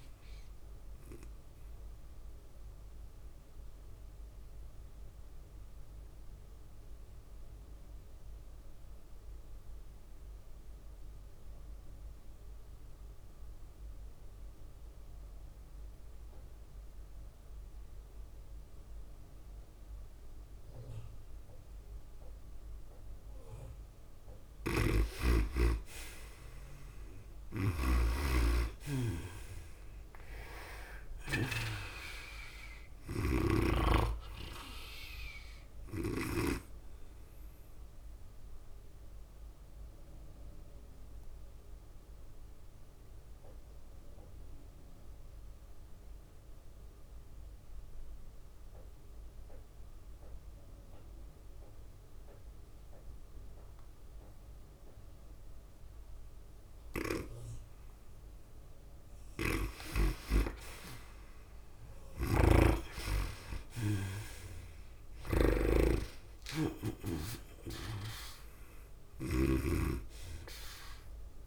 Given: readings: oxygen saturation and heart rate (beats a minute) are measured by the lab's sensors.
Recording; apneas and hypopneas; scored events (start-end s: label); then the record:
breathing in sleep by a room microphone; 2
0.00-7.50 s: tachycardia (device-marked, heart rate 105 extreme)
0.00-10.50 s: drop in pulse transit time (device-marked, heart rate 101 extreme)
0.00-16.50 s: oxygen desaturation (device-marked, oxygen 79% lowest, heart rate 94 extreme)
1.50-25.00 s: mixed apnea (oxygen 98% before, 79% lowest, heart rate 98 before, 96 extreme, up 6 after)
21.50-46.50 s: oxygen desaturation (device-marked, oxygen 99% before, 82% lowest, heart rate 100 before, 94 extreme)
25.00-32.00 s: snoring (device-marked)
28.00-30.50 s: arousal
28.50-41.50 s: tachycardia (device-marked, heart rate 100 before, 105 extreme)
31.50-47.50 s: drop in pulse transit time (device-marked, heart rate 98 before, 98 extreme)
38.00-58.00 s: obstructive apnea (oxygen 99% before, 82% lowest, heart rate 99 before, 94 extreme, up 6 after)
59.50-70.00 s: snoring (device-marked)
59.50-71.47 s: oxygen desaturation (device-marked, oxygen 98% before, 82% lowest, heart rate 98 before, 93 extreme)
61.50-65.50 s: arousal
63.50-71.47 s: tachycardia (device-marked, heart rate 100 before, 104 extreme)
66.50-71.47 s: drop in pulse transit time (device-marked, heart rate 97 before, 99 extreme)
From the record:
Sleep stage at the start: N2 (light sleep); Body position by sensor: on the right side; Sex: female